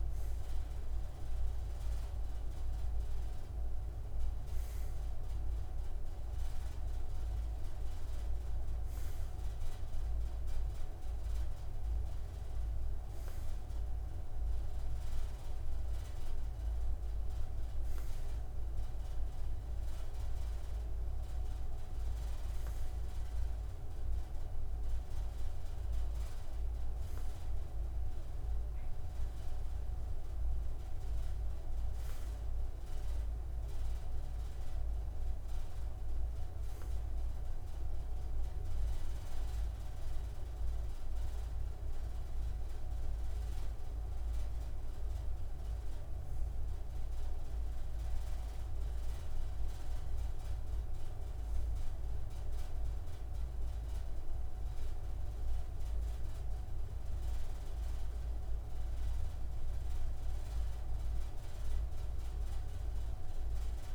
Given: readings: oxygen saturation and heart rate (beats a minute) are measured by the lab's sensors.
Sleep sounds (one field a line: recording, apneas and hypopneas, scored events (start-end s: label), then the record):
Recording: breathing in sleep, hard to hear, by a room microphone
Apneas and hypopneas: none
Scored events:
none scored
From the record:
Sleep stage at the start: N2 (light sleep)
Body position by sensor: on the right side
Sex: male